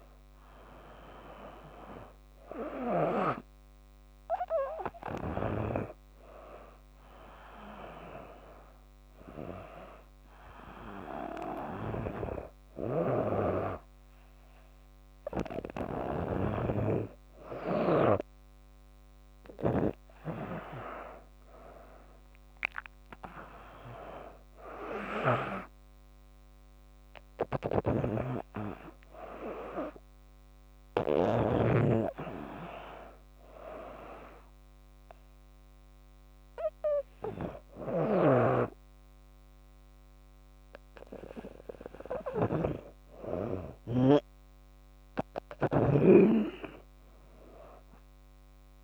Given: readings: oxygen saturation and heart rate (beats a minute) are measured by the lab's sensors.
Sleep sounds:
breathing in sleep by a microphone on the trachea; none
12.50-25.00 s: snoring (device-marked)
27.00-31.00 s: snoring (device-marked)
37.50-48.84 s: snoring (device-marked)
From the record:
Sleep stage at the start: N2 (light sleep); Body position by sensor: on the back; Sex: female

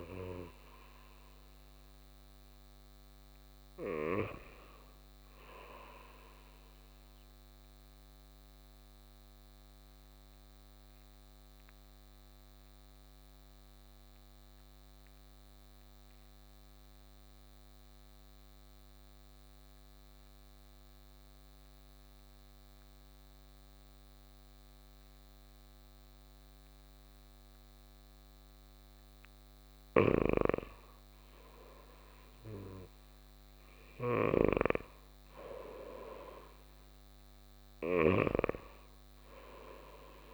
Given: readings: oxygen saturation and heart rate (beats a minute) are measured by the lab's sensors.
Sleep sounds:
breathing in sleep by a microphone on the trachea; 1
2.00-5.50 s: arousal
8.00-29.50 s: mixed apnea (oxygen 98% before, 91% lowest, heart rate 63 before, 58 extreme, up 7 after)
30.00-38.50 s: snoring (device-marked)
30.50-34.50 s: arousal
31.50-40.34 s: oxygen desaturation (device-marked, oxygen 96% before, 92% lowest, heart rate 61 before, 56 extreme)
From the record:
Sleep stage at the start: REM sleep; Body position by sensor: on the right side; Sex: male

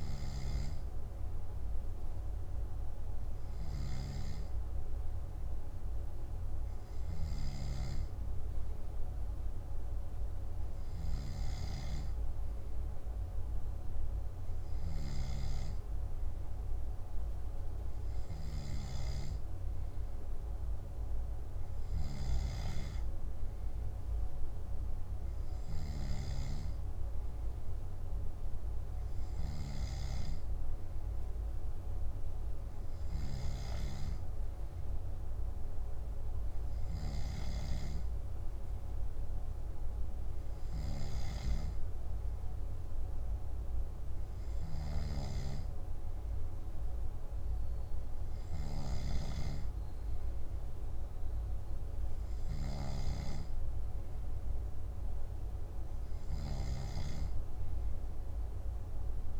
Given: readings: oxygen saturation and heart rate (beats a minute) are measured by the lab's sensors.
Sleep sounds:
breathing in sleep by a room microphone; none
none scored
From the record:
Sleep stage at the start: N2 (light sleep); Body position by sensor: on the back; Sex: male

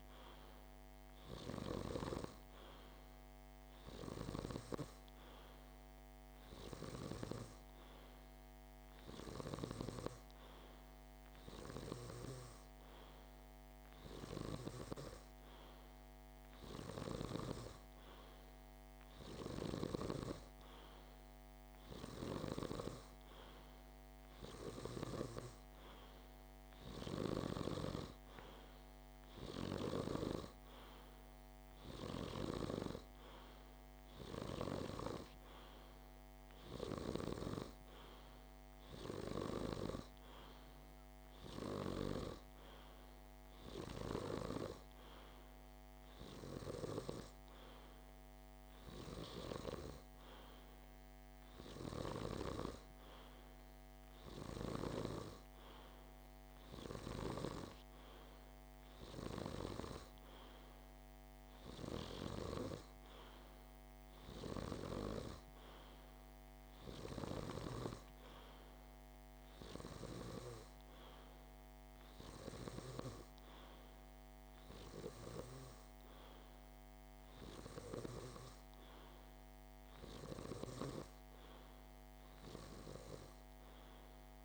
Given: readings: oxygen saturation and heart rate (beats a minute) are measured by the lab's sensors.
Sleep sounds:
breathing in sleep by a microphone on the trachea; none
none scored
From the record:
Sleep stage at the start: N2 (light sleep); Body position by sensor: on the back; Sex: male

